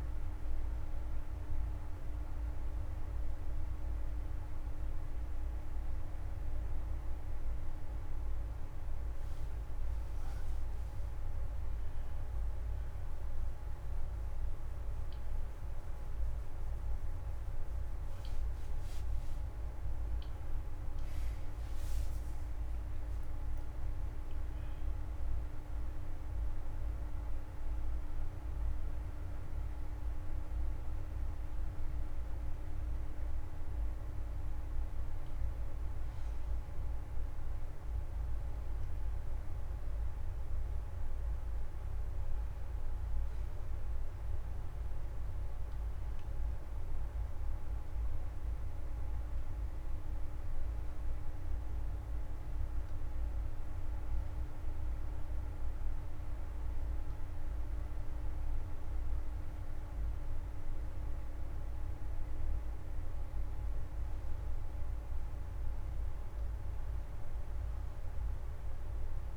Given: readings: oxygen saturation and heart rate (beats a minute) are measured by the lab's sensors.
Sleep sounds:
breathing in sleep, hard to hear, by a room microphone; none
6.50-9.50 s: arousal
From the record:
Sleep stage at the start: N1 (lightest sleep); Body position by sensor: on the right side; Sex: male

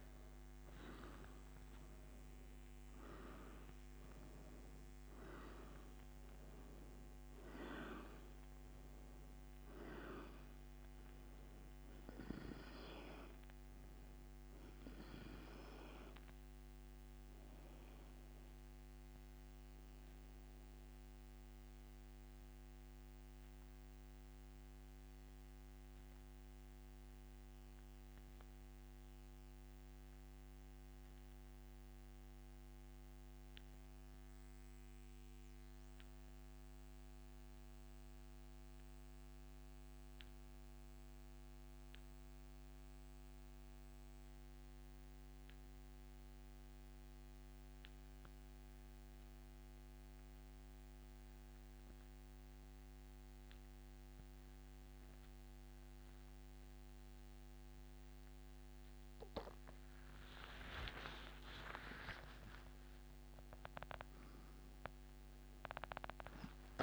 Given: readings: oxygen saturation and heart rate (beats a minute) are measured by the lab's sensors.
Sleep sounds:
breathing in sleep by a microphone on the trachea; 1
10.00-51.00 s: oxygen desaturation (device-marked, oxygen 97% before, 86% lowest, heart rate 104 before, 65 extreme)
17.00-59.50 s: mixed apnea (oxygen 97% before, 84% lowest, heart rate 103 before, 65 extreme, up 32 after)
61.00-64.00 s: arousal
From the record:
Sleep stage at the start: N2 (light sleep); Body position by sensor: on the back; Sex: male

